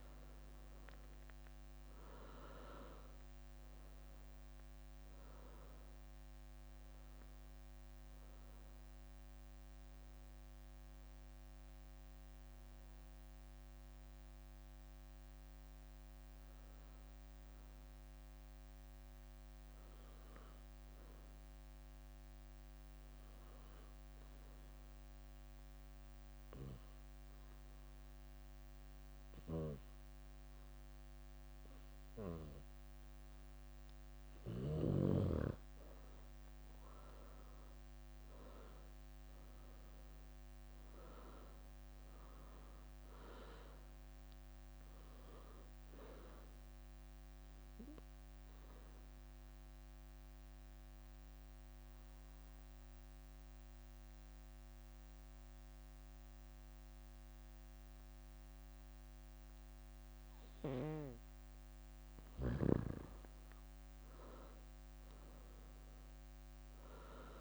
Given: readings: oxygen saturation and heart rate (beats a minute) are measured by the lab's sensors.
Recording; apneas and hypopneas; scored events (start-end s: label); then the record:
breathing in sleep by a microphone on the trachea; 2
0.00-3.50 s: arousal
2.50-21.50 s: oxygen desaturation (device-marked, oxygen 98% before, 90% lowest, heart rate 60 before, 60 extreme)
7.00-23.00 s: obstructive apnea (oxygen 98% before, 90% lowest, heart rate 64 before, 60 extreme, up 4 after)
25.00-28.50 s: arousal
39.50-57.50 s: oxygen desaturation (device-marked, oxygen 98% before, 91% lowest, heart rate 63 before, 59 extreme)
48.50-51.50 s: bradycardia (device-marked, heart rate 64 before, 60 extreme)
49.00-60.00 s: obstructive apnea (oxygen 98% before, 90% lowest, heart rate 67 before, 61 extreme, up 15 after)
63.00-67.41 s: arousal
From the record:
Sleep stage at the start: N2 (light sleep); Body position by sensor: on the back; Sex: female